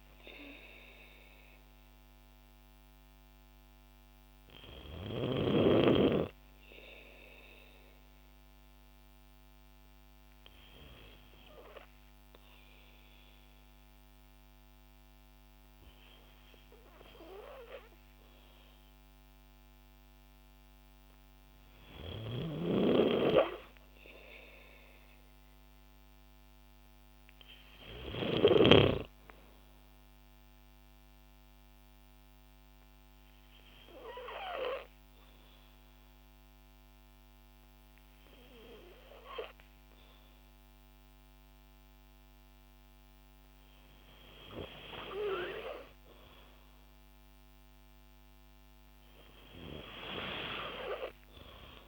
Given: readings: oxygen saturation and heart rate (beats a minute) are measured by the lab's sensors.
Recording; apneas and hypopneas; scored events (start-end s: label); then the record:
breathing in sleep by a microphone on the trachea; 2
0.00-3.00 s: arousal
6.50-20.00 s: obstructive apnea (oxygen 95% before, 93% lowest, heart rate 57 before, 54 extreme, up 3 after)
24.50-28.00 s: arousal
32.00-44.50 s: obstructive apnea (oxygen 96% before, 93% lowest, heart rate 57 before, 54 extreme, up 5 after)
47.00-50.50 s: arousal
From the record:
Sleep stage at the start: N2 (light sleep); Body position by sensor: on the back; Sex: female